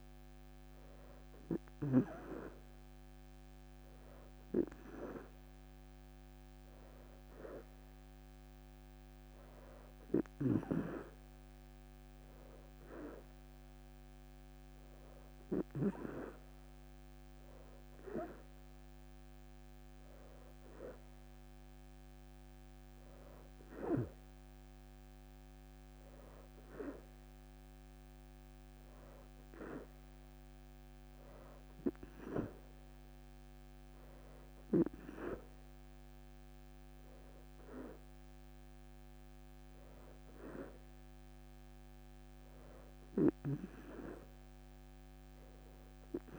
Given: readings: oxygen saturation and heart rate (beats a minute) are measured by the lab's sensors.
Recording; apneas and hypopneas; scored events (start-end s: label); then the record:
breathing in sleep by a microphone on the trachea; none
none scored
From the record:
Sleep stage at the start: N2 (light sleep); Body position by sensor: on the right side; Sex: female